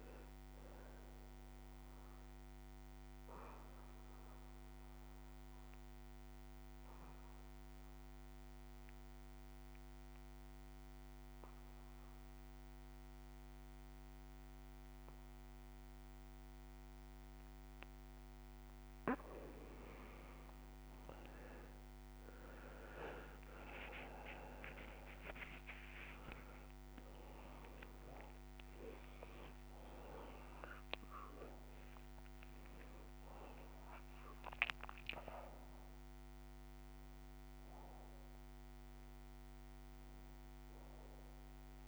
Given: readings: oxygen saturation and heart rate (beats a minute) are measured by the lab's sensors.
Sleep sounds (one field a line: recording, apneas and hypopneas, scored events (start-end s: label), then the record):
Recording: breathing in sleep by a microphone on the trachea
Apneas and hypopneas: 1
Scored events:
2.00-17.00 s: obstructive apnea (oxygen 96% before, 86% lowest, heart rate 84 before, 74 extreme, up 16 after)
20.00-41.88 s: oxygen desaturation (device-marked, oxygen 96% before, 86% lowest, heart rate 96 before, 58 extreme)
27.50-34.00 s: arousal
From the record:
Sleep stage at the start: N2 (light sleep)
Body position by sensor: on the right side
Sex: male